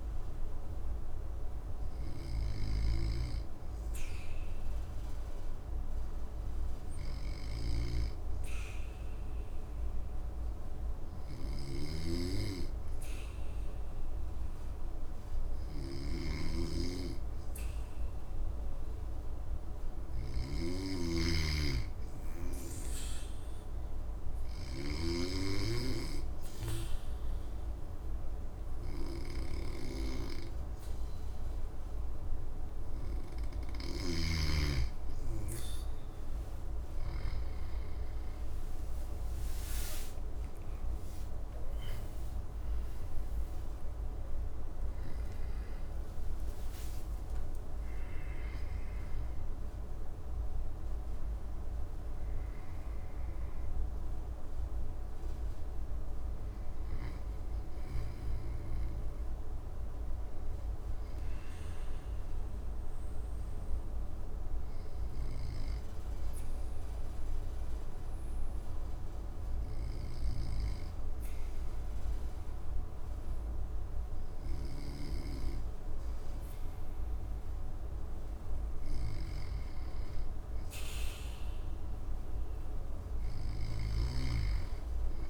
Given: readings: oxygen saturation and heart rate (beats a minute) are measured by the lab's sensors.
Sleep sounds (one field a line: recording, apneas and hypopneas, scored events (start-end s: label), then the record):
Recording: breathing in sleep by a room microphone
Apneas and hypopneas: 2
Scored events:
0.50-33.00 s: hypopnea (oxygen 99% before, 95% lowest, heart rate 71 before, 58 extreme, up 6 after)
2.50-21.00 s: snoring (device-marked)
40.50-45.50 s: arousal
60.50-77.50 s: obstructive apnea (oxygen 96% before, 94% lowest, heart rate 68 before, 58 extreme, up 5 after)
80.50-83.50 s: arousal
From the record:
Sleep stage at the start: N2 (light sleep)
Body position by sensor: on the back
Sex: male